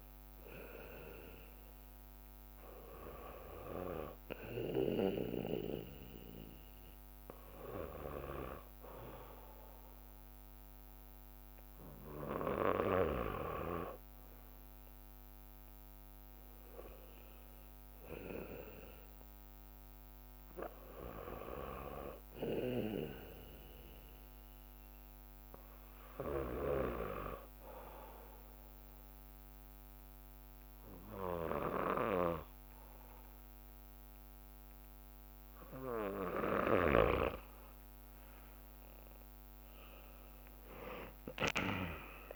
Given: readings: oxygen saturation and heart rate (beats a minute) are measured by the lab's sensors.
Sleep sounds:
breathing in sleep by a microphone on the trachea; 2
0.50-12.00 s: hypopnea (oxygen 97% before, 92% lowest, heart rate 59 before, 58 extreme, up 3 after)
4.50-12.50 s: bradycardia (device-marked, heart rate 60 before, 59 extreme)
14.00-18.00 s: arousal
14.50-18.00 s: leg movement (device-marked)
21.50-35.50 s: bradycardia (device-marked, heart rate 60 before, 58 extreme)
22.00-35.50 s: hypopnea (oxygen 96% before, 92% lowest, heart rate 60 before, 58 extreme, up 6 after)
39.00-42.36 s: arousal
From the record:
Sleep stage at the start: N2 (light sleep); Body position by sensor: on the back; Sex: male

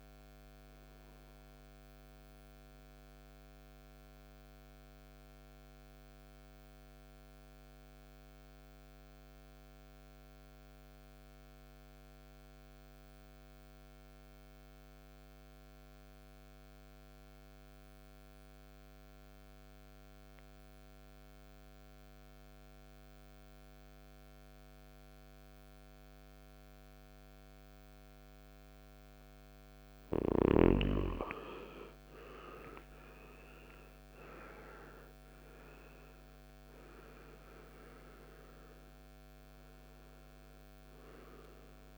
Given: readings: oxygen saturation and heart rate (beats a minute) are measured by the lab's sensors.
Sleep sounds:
breathing in sleep by a microphone on the trachea; 1
0.00-9.00 s: oxygen desaturation (device-marked, oxygen 88% lowest, heart rate 53 extreme)
3.50-28.50 s: mixed apnea (oxygen 98% before, 88% lowest, heart rate 65 before, 53 extreme, up 19 after)
30.00-41.98 s: oxygen desaturation (device-marked, oxygen 98% before, 88% lowest, heart rate 55 before, 55 extreme)
30.50-34.50 s: arousal
From the record:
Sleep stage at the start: N2 (light sleep); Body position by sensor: on the right side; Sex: male

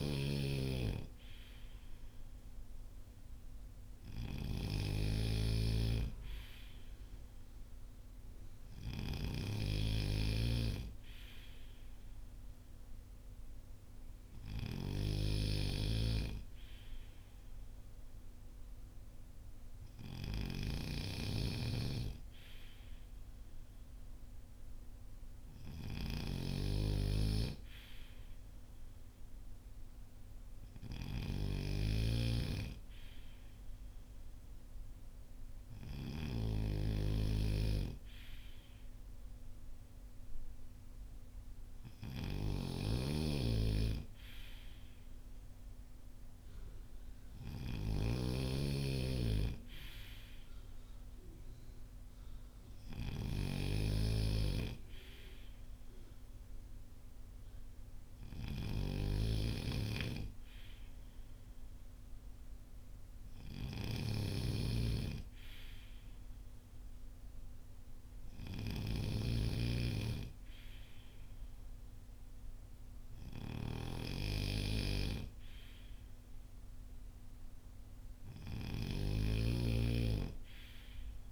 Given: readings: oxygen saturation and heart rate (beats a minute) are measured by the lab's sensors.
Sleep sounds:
breathing in sleep by a room microphone; none
0.00-81.32 s: snoring (device-marked)
From the record:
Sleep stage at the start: N3 (deep sleep); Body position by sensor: on the front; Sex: male

